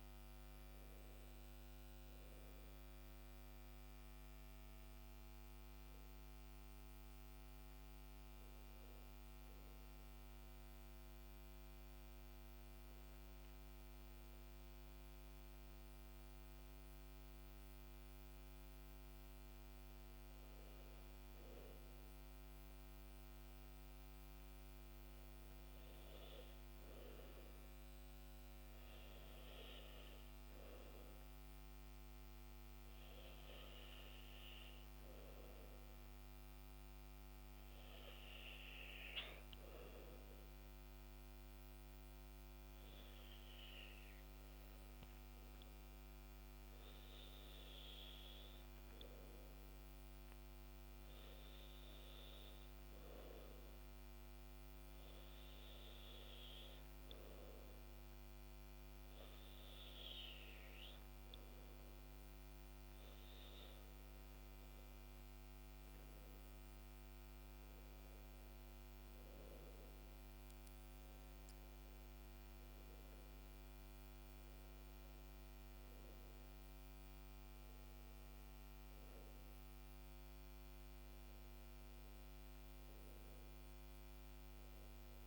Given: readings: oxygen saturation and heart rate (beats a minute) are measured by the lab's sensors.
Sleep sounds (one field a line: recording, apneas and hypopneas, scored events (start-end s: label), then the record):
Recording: breathing in sleep, hard to hear, by a microphone on the trachea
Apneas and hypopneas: 1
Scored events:
30.50-45.50 s: hypopnea (oxygen 97% before, 95% lowest, heart rate 68 before, 66 extreme, up 5 after)
46.50-50.50 s: arousal
From the record:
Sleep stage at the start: N2 (light sleep)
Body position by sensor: on the back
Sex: male